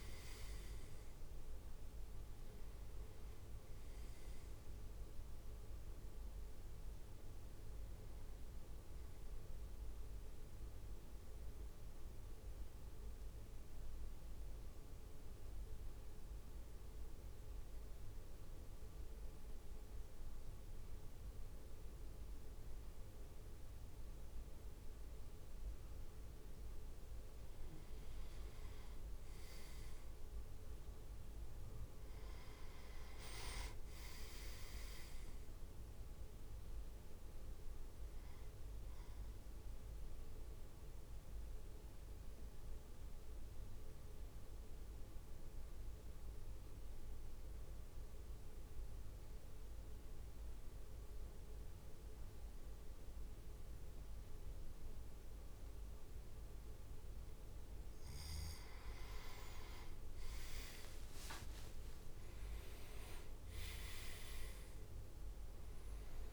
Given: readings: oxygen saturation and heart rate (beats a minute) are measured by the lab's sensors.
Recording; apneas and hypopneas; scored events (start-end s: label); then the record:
breathing in sleep, hard to hear, by a room microphone; 2
0.00-9.50 s: drop in pulse transit time (device-marked, heart rate 54 extreme)
10.00-26.00 s: central apnea (oxygen 98% before, 95% lowest, heart rate 58 before, 51 extreme, up 4 after)
29.00-32.00 s: arousal
33.50-45.50 s: drop in pulse transit time (device-marked, heart rate 55 before, 51 extreme)
36.50-57.50 s: oxygen desaturation (device-marked, oxygen 99% before, 95% lowest, heart rate 55 before, 49 extreme)
40.50-56.50 s: central apnea (oxygen 99% before, 95% lowest, heart rate 56 before, 49 extreme, up 6 after)
58.00-62.00 s: arousal
62.00-64.00 s: leg movement (device-marked)
62.50-66.33 s: drop in pulse transit time (device-marked, heart rate 55 before, 49 extreme)
From the record:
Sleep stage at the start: N2 (light sleep); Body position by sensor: on the back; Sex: male